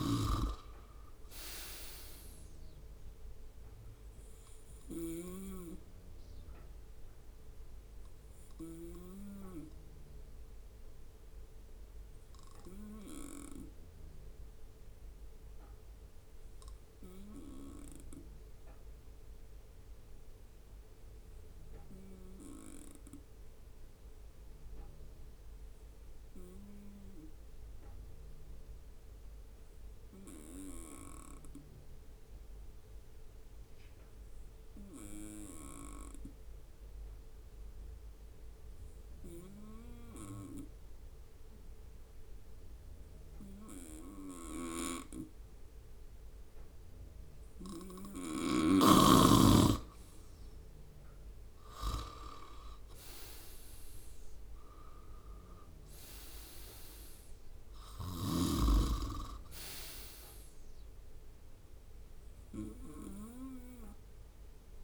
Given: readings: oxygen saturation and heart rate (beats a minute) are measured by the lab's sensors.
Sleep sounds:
breathing in sleep by a room microphone; 1
10.00-47.50 s: obstructive apnea (oxygen 98% before, 92% lowest, heart rate 68 before, 63 extreme, up 10 after)
16.50-29.50 s: oxygen desaturation (device-marked, oxygen 97% before, 93% lowest, heart rate 67 before, 64 extreme)
50.50-54.00 s: arousal
From the record:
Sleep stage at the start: N2 (light sleep); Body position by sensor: on the right side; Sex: male

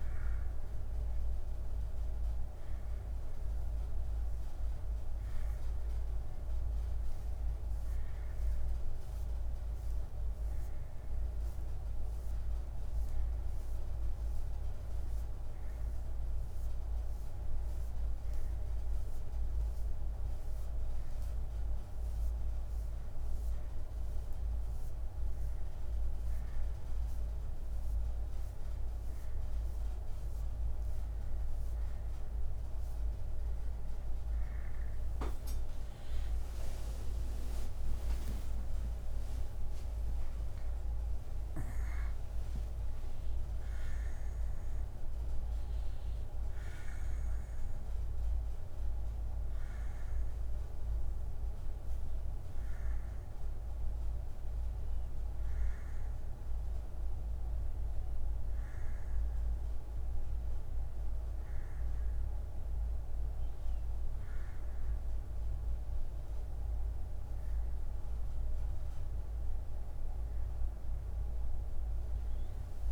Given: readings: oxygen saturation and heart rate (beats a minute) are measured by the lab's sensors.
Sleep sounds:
breathing in sleep, hard to hear, by a room microphone; none
0.00-13.00 s: oxygen desaturation (device-marked, oxygen 94% before, 91% lowest, heart rate 64 before, 65 extreme)
13.00-72.92 s: new sleep stage, N1 (lightest sleep)
36.50-41.00 s: arousal
From the record:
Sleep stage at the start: N2 (light sleep); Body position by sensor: on the back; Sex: male

